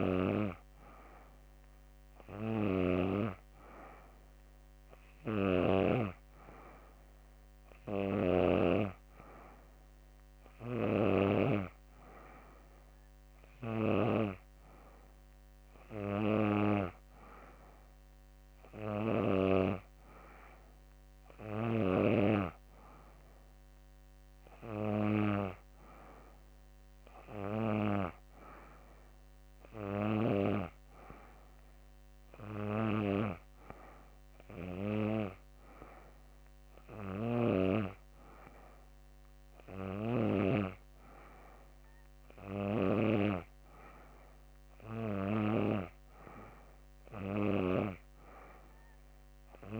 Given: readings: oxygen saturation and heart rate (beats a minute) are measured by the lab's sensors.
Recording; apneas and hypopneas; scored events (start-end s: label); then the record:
breathing in sleep by a microphone on the trachea; none
none scored
From the record:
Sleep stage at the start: N3 (deep sleep); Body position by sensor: on the back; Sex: female